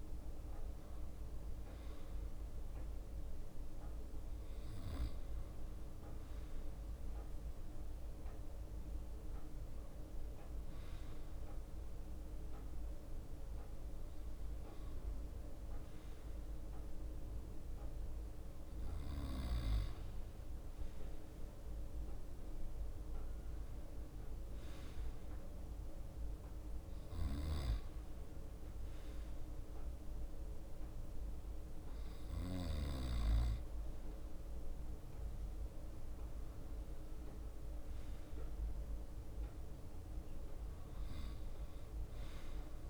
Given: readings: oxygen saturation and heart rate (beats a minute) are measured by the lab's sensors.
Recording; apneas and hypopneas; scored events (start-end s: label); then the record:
breathing in sleep by a room microphone; none
7.00-15.00 s: leg movement (device-marked)
15.00-17.00 s: bradycardia (device-marked, heart rate 63 before, 60 extreme)
22.00-25.00 s: leg movement (device-marked)
35.50-37.50 s: leg movement (device-marked)
35.50-40.00 s: arousal
From the record:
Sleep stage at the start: N2 (light sleep); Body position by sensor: on the right side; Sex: male